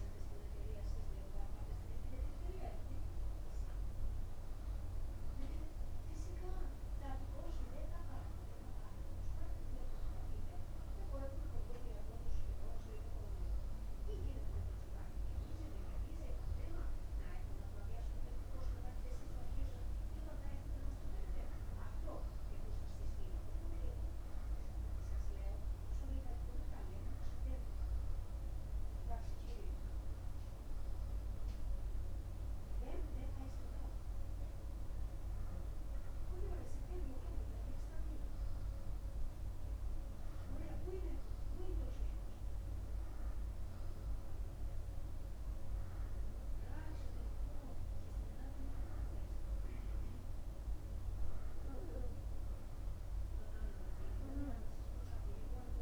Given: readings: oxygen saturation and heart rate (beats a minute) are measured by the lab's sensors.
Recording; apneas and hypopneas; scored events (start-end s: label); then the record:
breathing in sleep by a room microphone; none
none scored
From the record:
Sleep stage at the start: N2 (light sleep); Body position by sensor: upright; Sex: male